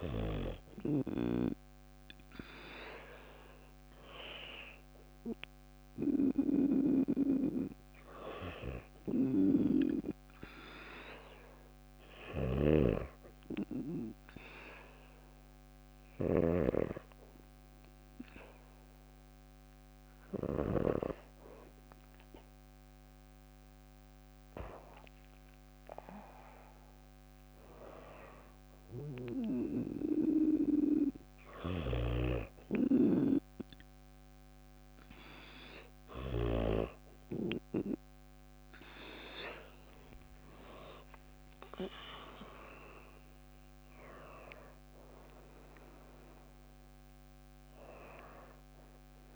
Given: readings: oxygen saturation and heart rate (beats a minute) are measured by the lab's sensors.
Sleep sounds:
breathing in sleep by a microphone on the trachea; none
8.00-20.00 s: snoring (device-marked)
30.50-35.50 s: snoring (device-marked)
39.50-44.00 s: arousal
From the record:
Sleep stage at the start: N2 (light sleep); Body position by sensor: on the back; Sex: female

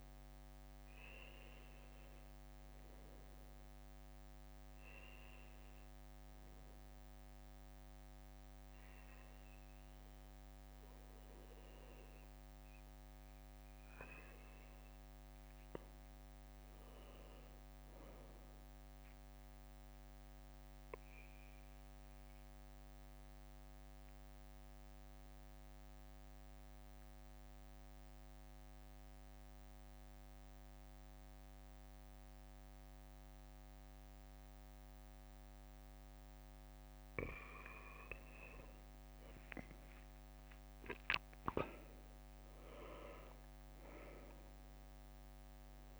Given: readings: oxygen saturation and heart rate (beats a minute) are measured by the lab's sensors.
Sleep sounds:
breathing in sleep by a microphone on the trachea; 1
20.00-22.00 s: bradycardia (device-marked, heart rate 62 before, 61 extreme)
22.00-38.00 s: obstructive apnea (oxygen 98% before, 94% lowest, heart rate 62 before, 60 extreme, up 4 after)
38.00-42.50 s: arousal
From the record:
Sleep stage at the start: N2 (light sleep); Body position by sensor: on the back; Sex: male

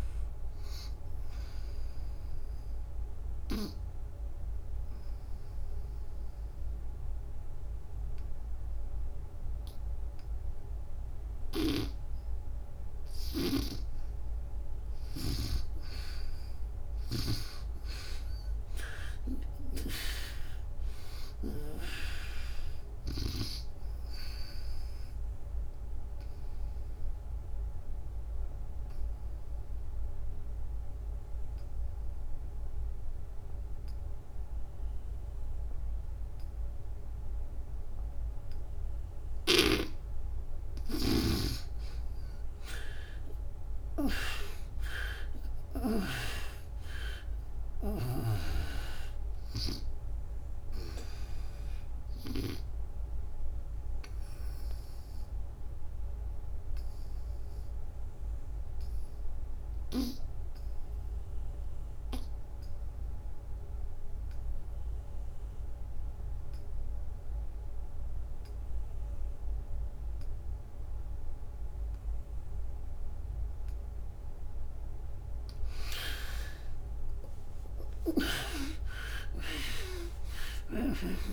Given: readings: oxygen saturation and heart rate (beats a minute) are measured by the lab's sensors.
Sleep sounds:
breathing in sleep by a room microphone; 3
0.00-18.50 s: oxygen desaturation (device-marked, oxygen 69% lowest, heart rate 64 extreme)
1.00-14.00 s: mixed apnea (oxygen 96% before, 69% lowest, heart rate 87 before, 65 extreme, up 30 after)
11.00-17.00 s: snoring (device-marked)
17.50-22.00 s: arousal
20.50-34.50 s: oxygen desaturation (device-marked, oxygen 95% before, 79% lowest, heart rate 86 before, 64 extreme)
25.50-39.00 s: obstructive apnea (oxygen 95% before, 70% lowest, heart rate 82 before, 64 extreme)
36.50-59.50 s: oxygen desaturation (device-marked, oxygen 94% before, 74% lowest, heart rate 82 before, 69 extreme)
42.00-46.00 s: arousal
52.50-73.50 s: obstructive apnea (oxygen 94% before, 70% lowest, heart rate 102 before, 69 extreme, up 30 after)
65.50-77.50 s: oxygen desaturation (device-marked, oxygen 96% before, 87% lowest, heart rate 104 before, 76 extreme)
77.00-81.00 s: arousal
79.50-81.33 s: oxygen desaturation (device-marked, oxygen 90% before, 70% lowest, heart rate 94 before, 76 extreme)
From the record:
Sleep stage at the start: N2 (light sleep); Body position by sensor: on the back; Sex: female

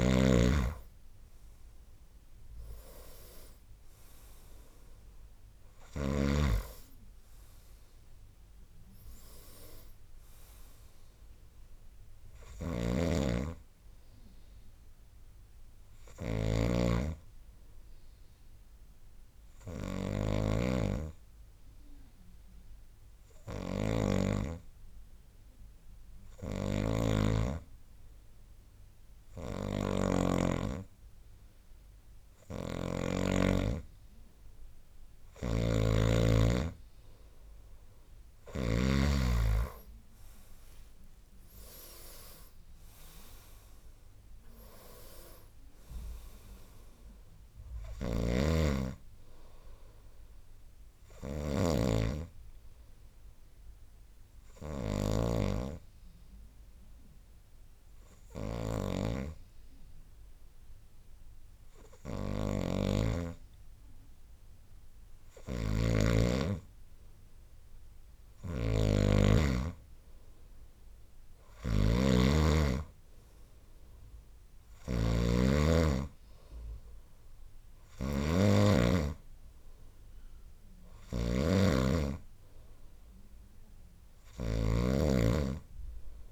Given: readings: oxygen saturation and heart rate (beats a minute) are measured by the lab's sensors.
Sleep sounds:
breathing in sleep by a room microphone; 2
12.50-30.50 s: snoring (device-marked)
16.00-35.50 s: hypopnea (oxygen 99% before, 90% lowest, heart rate 70 before, 60 extreme, up 6 after)
17.00-29.00 s: oxygen desaturation (device-marked, oxygen 97% before, 93% lowest, heart rate 70 before, 64 extreme)
32.50-39.00 s: snoring (device-marked)
36.00-66.00 s: oxygen desaturation (device-marked, oxygen 98% before, 90% lowest, heart rate 66 before, 60 extreme)
38.00-41.50 s: arousal
48.00-86.32 s: snoring (device-marked)
52.00-64.00 s: hypopnea (oxygen 98% before, 90% lowest, heart rate 71 before, 61 extreme, up 10 after)
66.00-71.00 s: arousal
From the record:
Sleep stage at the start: N2 (light sleep); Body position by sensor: on the right side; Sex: male

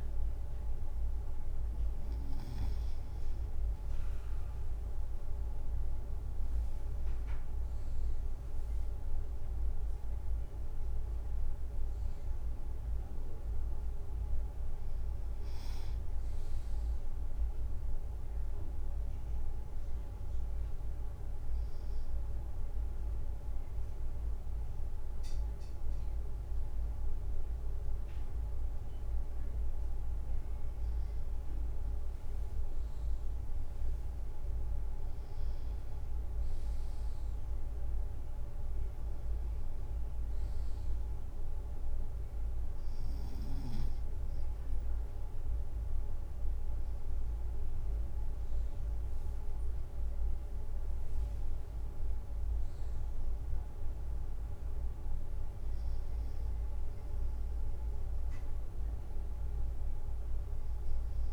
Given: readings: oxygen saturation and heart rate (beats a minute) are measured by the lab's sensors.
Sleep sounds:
breathing in sleep, hard to hear, by a room microphone; 1
3.50-5.50 s: leg movement (device-marked)
5.50-10.00 s: arousal
6.00-8.00 s: leg movement (device-marked)
8.50-9.50 s: leg movement (device-marked)
19.00-31.00 s: obstructive apnea (oxygen 97% before, 95% lowest, heart rate 57 before, 53 extreme, up 6 after)
31.50-33.50 s: leg movement (device-marked)
33.00-37.00 s: arousal
49.00-52.00 s: leg movement (device-marked)
From the record:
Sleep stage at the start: N2 (light sleep); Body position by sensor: on the right side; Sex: male

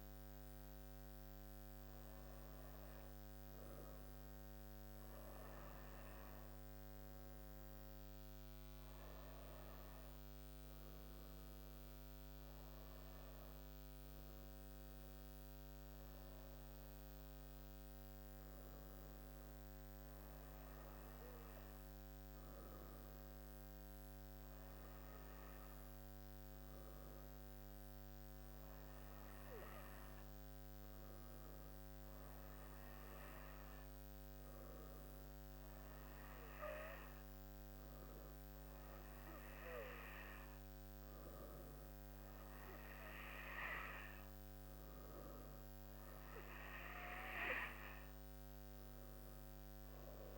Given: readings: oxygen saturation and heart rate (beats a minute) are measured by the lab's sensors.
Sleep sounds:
breathing in sleep by a microphone on the trachea; 1
22.00-44.50 s: hypopnea (oxygen 98% before, 96% lowest, heart rate 58 before, 60 extreme, up 9 after)
48.00-50.38 s: arousal
From the record:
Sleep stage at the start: N2 (light sleep); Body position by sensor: on the back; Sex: female

